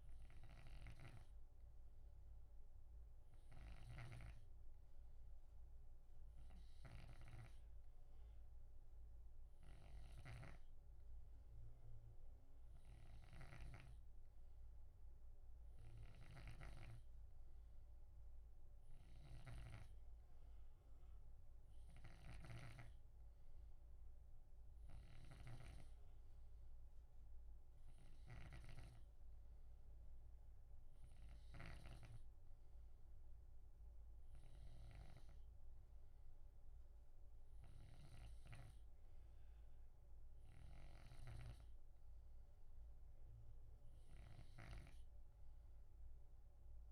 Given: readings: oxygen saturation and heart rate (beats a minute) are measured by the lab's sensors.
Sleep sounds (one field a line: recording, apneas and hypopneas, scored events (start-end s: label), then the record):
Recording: breathing in sleep by a room microphone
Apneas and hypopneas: none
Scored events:
0.00-38.50 s: snoring (device-marked)
40.50-46.92 s: snoring (device-marked)
From the record:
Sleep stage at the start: N2 (light sleep)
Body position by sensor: on the left side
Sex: male